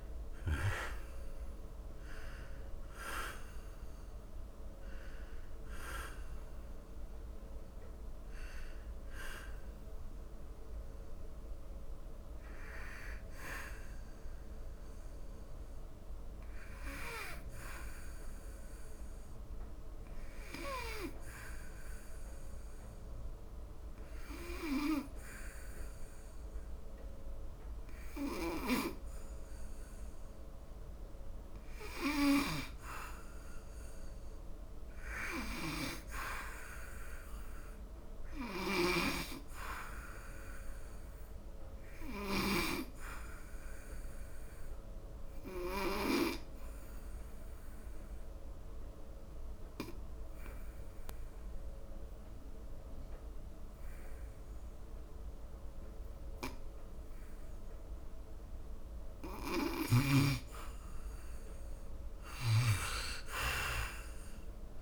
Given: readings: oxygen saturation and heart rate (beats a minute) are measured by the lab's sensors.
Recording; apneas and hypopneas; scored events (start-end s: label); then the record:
breathing in sleep by a room microphone; 2
0.00-2.00 s: arousal
0.00-29.50 s: oxygen desaturation (device-marked, oxygen 69% lowest, heart rate 59 extreme)
12.50-30.00 s: hypopnea (oxygen 92% before, 69% lowest, heart rate 75 before, 69 extreme, up 1 after)
33.50-37.00 s: arousal
44.50-59.50 s: obstructive apnea (oxygen 99% before, 83% lowest, heart rate 74 before, 68 extreme, up 12 after)
45.50-59.50 s: oxygen desaturation (device-marked, oxygen 97% before, 91% lowest, heart rate 74 before, 68 extreme)
62.00-64.82 s: arousal
From the record:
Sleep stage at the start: N2 (light sleep); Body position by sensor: on the back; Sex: male